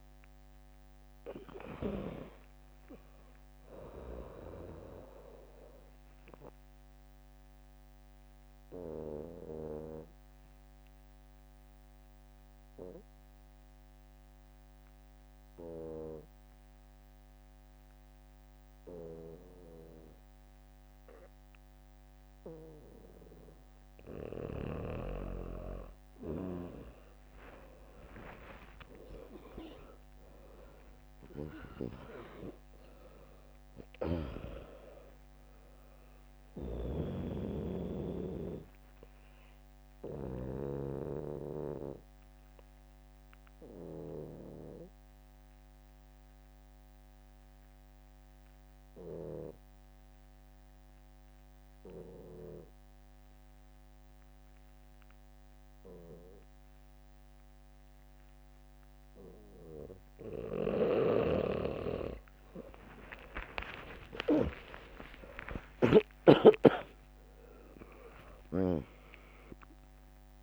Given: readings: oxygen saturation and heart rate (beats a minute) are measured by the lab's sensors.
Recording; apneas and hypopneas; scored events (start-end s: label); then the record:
breathing in sleep by a microphone on the trachea; 2
0.00-7.50 s: drop in pulse transit time (device-marked, heart rate 72 extreme)
6.00-8.00 s: long interval between heartbeats (device-marked, heart rate 74 before, 89 extreme)
7.50-21.00 s: obstructive apnea (oxygen 99% before, 95% lowest, heart rate 77 before, 56 extreme, up 12 after)
12.50-25.50 s: bradycardia (device-marked, heart rate 71 before, 56 extreme)
25.00-29.50 s: arousal
29.00-31.00 s: long interval between heartbeats (device-marked, heart rate 63 before, 68 extreme)
30.50-48.50 s: drop in pulse transit time (device-marked, heart rate 61 before, 69 extreme)
33.50-35.50 s: long interval between heartbeats (device-marked, heart rate 62 before, 96 extreme)
40.50-58.00 s: obstructive apnea (oxygen 100% before, 96% lowest, heart rate 75 before, 56 extreme, up 33 after)
49.50-59.50 s: bradycardia (device-marked, heart rate 71 before, 56 extreme)
60.00-65.50 s: snoring (device-marked)
63.00-65.00 s: long interval between heartbeats (device-marked, heart rate 67 before, 78 extreme)
63.50-68.00 s: arousal
66.50-70.43 s: drop in pulse transit time (device-marked, heart rate 68 before, 67 extreme)
From the record:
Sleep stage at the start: N2 (light sleep); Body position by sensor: on the back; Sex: female